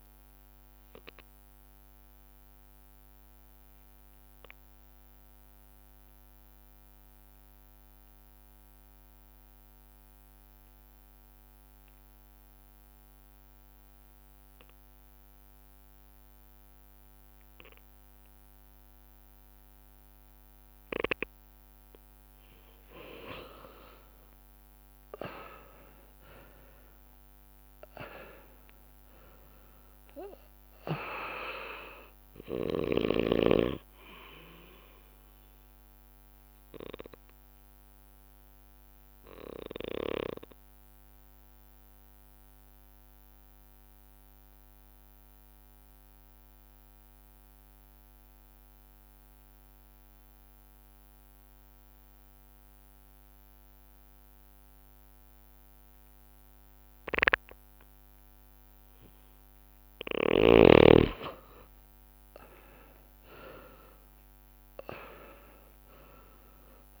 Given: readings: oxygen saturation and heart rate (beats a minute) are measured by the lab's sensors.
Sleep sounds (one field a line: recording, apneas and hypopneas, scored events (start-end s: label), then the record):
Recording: breathing in sleep by a microphone on the trachea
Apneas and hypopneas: 2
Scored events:
0.00-5.00 s: drop in pulse transit time (device-marked)
0.00-13.00 s: oxygen desaturation (device-marked, oxygen 91% lowest)
0.00-47.00 s: bradycardia (device-marked)
1.50-21.50 s: obstructive apnea (oxygen 99% before, 91% lowest)
10.00-12.00 s: long interval between heartbeats (device-marked)
10.00-14.00 s: drop in pulse transit time (device-marked)
24.00-28.50 s: arousal
33.00-50.00 s: oxygen desaturation (device-marked, oxygen 97% before, 91% lowest)
38.00-59.50 s: obstructive apnea (oxygen 99% before, 90% lowest)
58.00-67.00 s: oxygen desaturation (device-marked, oxygen 99% before, 90% lowest)
62.50-67.00 s: arousal
From the record:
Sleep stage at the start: N2 (light sleep)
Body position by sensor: on the back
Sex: male